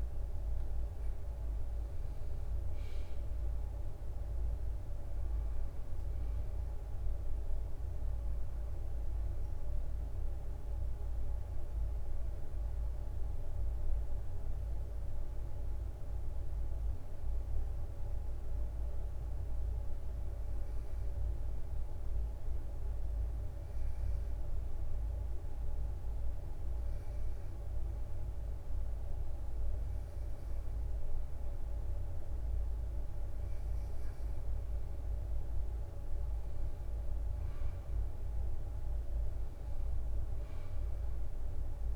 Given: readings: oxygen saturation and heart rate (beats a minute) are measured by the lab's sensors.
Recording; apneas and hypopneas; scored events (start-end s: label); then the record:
breathing in sleep, hard to hear, by a room microphone; 1
0.00-9.00 s: drop in pulse transit time (device-marked, heart rate 65 extreme)
11.50-31.00 s: hypopnea (oxygen 95% before, 93% lowest, heart rate 66 before, 62 extreme, up 1 after)
35.50-39.00 s: arousal
From the record:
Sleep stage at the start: N2 (light sleep); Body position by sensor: on the right side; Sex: male